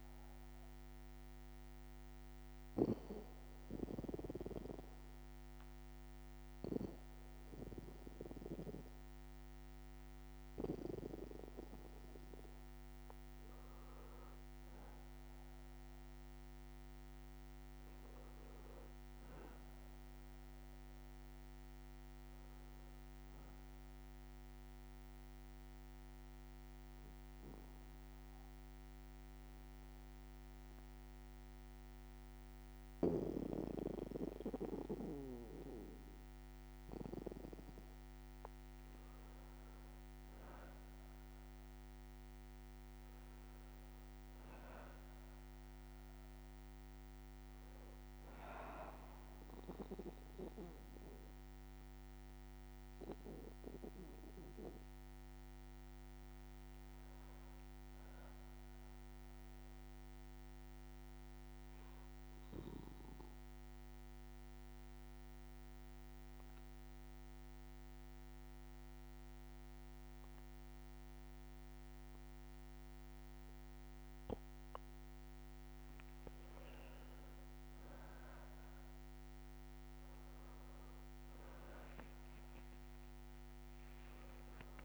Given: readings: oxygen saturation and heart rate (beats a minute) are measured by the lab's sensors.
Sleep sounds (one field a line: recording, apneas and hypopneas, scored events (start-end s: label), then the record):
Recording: breathing in sleep by a microphone on the trachea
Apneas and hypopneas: 3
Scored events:
0.50-12.50 s: oxygen desaturation (device-marked, oxygen 95% before, 92% lowest, heart rate 63 before, 61 extreme)
1.00-11.50 s: obstructive apnea (oxygen 95% before, 92% lowest, heart rate 63 before, 61 extreme, up 0 after)
14.00-18.00 s: arousal
24.50-37.00 s: obstructive apnea (oxygen 96% before, 91% lowest, heart rate 63 before, 61 extreme, up 3 after)
39.50-43.50 s: arousal
46.50-61.50 s: oxygen desaturation (device-marked, oxygen 96% before, 92% lowest, heart rate 62 before, 61 extreme)
62.00-75.50 s: obstructive apnea (oxygen 96% before, 91% lowest, heart rate 63 before, 62 extreme, up 21 after)
82.00-84.00 s: long interval between heartbeats (device-marked, heart rate 63 before, 79 extreme)
82.50-84.84 s: new sleep stage, awake
82.50-84.84 s: oxygen desaturation (device-marked, oxygen 95% before, 91% lowest, heart rate 64 before, 62 extreme)
From the record:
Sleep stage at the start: N2 (light sleep)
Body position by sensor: on the back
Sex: male